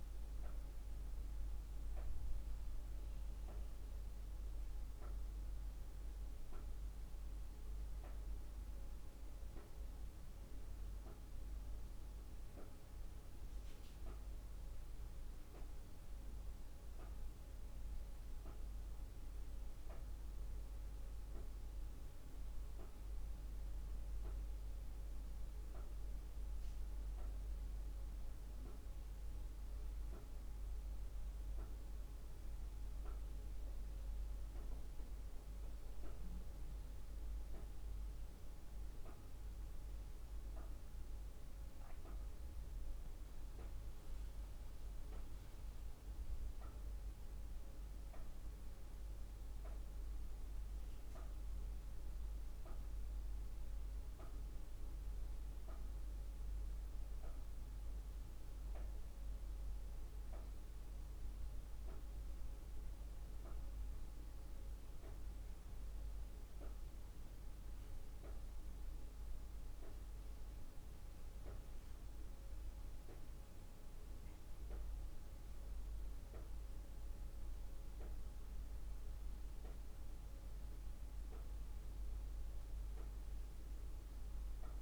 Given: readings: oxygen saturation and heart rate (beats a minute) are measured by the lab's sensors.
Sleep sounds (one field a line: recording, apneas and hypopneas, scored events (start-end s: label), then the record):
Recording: breathing in sleep, hard to hear, by a room microphone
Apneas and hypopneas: 2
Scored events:
8.50-26.50 s: mixed apnea (oxygen 98% before, 94% lowest, heart rate 54 before, 51 extreme, up 7 after)
28.50-33.00 s: arousal
30.00-46.00 s: oxygen desaturation (device-marked, oxygen 97% before, 94% lowest, heart rate 53 before, 52 extreme)
63.50-79.00 s: central apnea (oxygen 98% before, 95% lowest, heart rate 56 before, 50 extreme, up 5 after)
81.50-84.82 s: arousal
From the record:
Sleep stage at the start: N2 (light sleep)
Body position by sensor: on the back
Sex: female